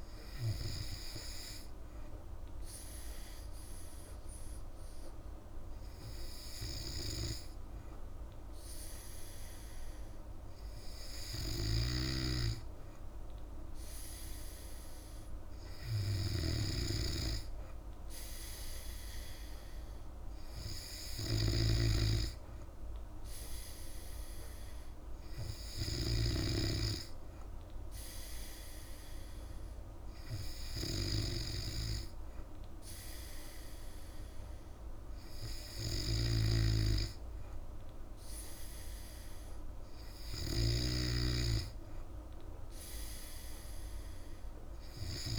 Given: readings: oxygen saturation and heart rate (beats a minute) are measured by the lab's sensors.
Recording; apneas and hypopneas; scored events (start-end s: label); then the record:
breathing in sleep by a room microphone; none
0.00-12.00 s: oxygen desaturation (device-marked, oxygen 94% lowest, heart rate 58 extreme)
11.50-26.50 s: snoring (device-marked)
36.00-45.38 s: snoring (device-marked)
From the record:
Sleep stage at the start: N3 (deep sleep); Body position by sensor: on the back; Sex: female